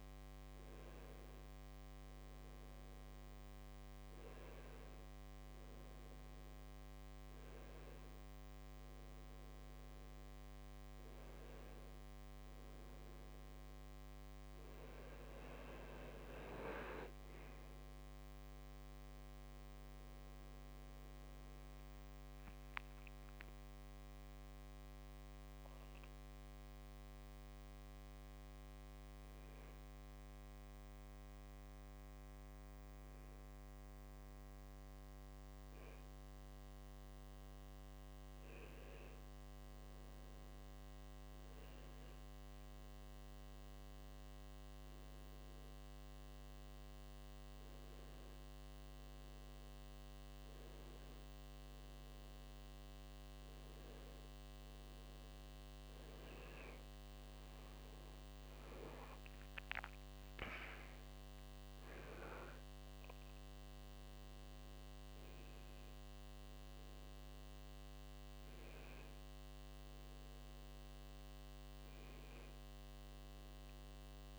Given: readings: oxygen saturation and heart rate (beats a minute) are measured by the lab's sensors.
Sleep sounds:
breathing in sleep, hard to hear, by a microphone on the trachea; none
none scored
From the record:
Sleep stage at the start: N1 (lightest sleep); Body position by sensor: on the back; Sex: male

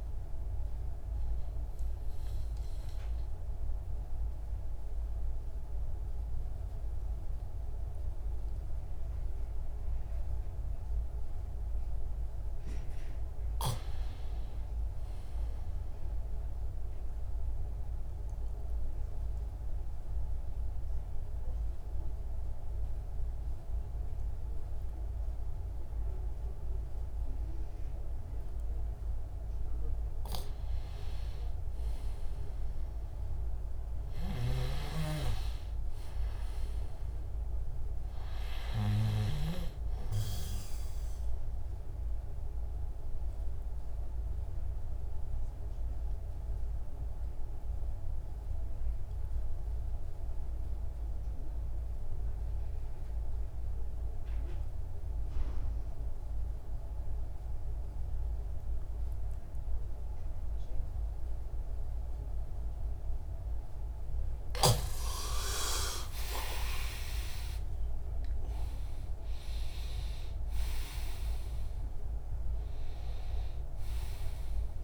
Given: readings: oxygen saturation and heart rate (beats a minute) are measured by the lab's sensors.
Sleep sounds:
breathing in sleep by a room microphone; 2
0.00-9.00 s: oxygen desaturation (device-marked, oxygen 92% lowest)
10.00-13.00 s: arousal
15.50-30.00 s: obstructive apnea (oxygen 99% before, 93% lowest)
32.00-36.00 s: arousal
40.00-58.00 s: oxygen desaturation (device-marked, oxygen 97% before, 94% lowest)
41.50-63.50 s: obstructive apnea (oxygen 99% before, 93% lowest)
64.50-68.00 s: arousal
70.00-74.84 s: oxygen desaturation (device-marked, oxygen 97% before, 93% lowest)
From the record:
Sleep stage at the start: N2 (light sleep); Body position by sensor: on the back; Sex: male

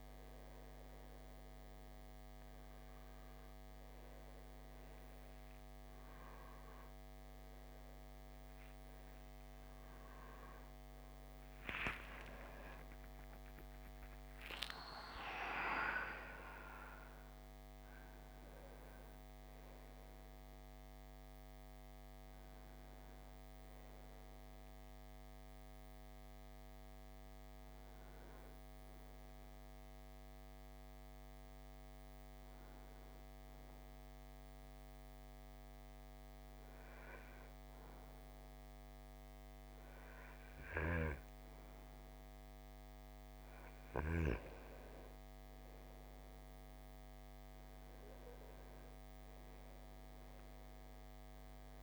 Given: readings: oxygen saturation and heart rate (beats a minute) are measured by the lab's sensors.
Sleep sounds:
breathing in sleep by a microphone on the trachea; 1
0.00-23.00 s: oxygen desaturation (device-marked, oxygen 89% lowest, heart rate 54 extreme)
22.00-26.00 s: arousal
29.00-42.50 s: hypopnea (oxygen 96% before, 90% lowest, heart rate 76 before, 54 extreme, up 8 after)
50.00-51.83 s: arousal
From the record:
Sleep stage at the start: N2 (light sleep); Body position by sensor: on the right side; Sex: male

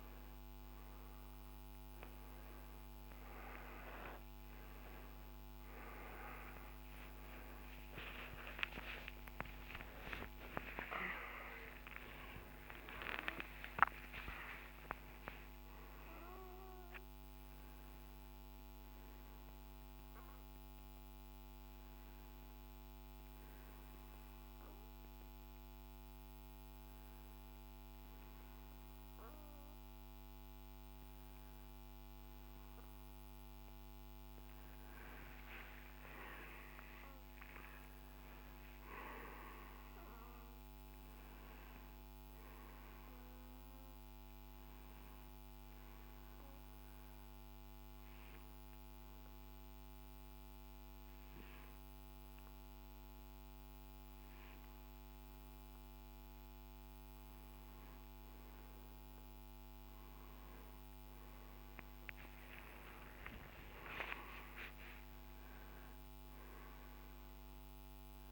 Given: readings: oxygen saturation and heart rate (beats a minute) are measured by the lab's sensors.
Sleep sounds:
breathing in sleep by a microphone on the trachea; 2
0.00-9.00 s: oxygen desaturation (device-marked, oxygen 92% lowest, heart rate 57 extreme)
8.00-14.00 s: arousal
22.50-33.50 s: hypopnea (oxygen 97% before, 91% lowest, heart rate 76 before, 55 extreme, up 31 after)
35.00-38.50 s: arousal
37.50-39.50 s: long interval between heartbeats (device-marked, heart rate 69 before, 79 extreme)
39.00-59.00 s: oxygen desaturation (device-marked, oxygen 97% before, 92% lowest, heart rate 68 before, 58 extreme)
45.00-57.50 s: hypopnea (oxygen 97% before, 91% lowest, heart rate 68 before, 58 extreme, up 12 after)
59.50-63.50 s: arousal
From the record:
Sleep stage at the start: N1 (lightest sleep); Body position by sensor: on the right side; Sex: male

